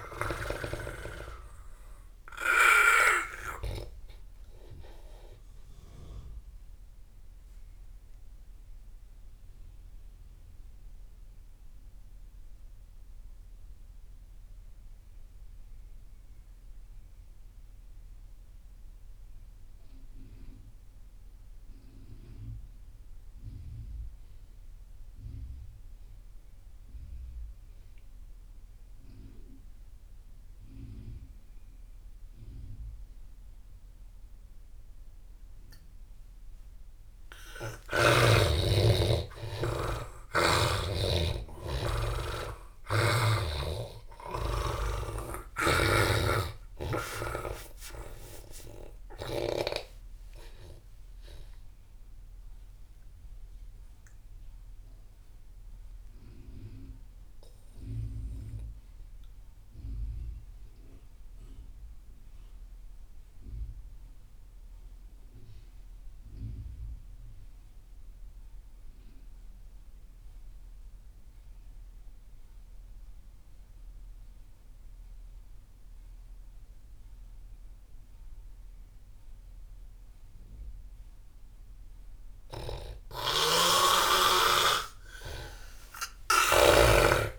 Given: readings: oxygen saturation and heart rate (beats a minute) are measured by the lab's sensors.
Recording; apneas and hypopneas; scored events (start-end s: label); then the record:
breathing in sleep by a room microphone; 2
0.00-3.50 s: snoring (device-marked)
0.00-15.50 s: oxygen desaturation (device-marked, oxygen 76% lowest)
6.00-36.50 s: mixed apnea (oxygen 97% before, 76% lowest)
34.50-64.50 s: oxygen desaturation (device-marked, oxygen 97% before, 78% lowest)
37.50-42.50 s: arousal
52.00-82.50 s: mixed apnea (oxygen 98% before, 78% lowest)
80.50-87.39 s: oxygen desaturation (device-marked, oxygen 98% before, 82% lowest)
82.50-86.50 s: snoring (device-marked)
85.00-87.39 s: arousal
From the record:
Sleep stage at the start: N2 (light sleep); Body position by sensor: on the back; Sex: male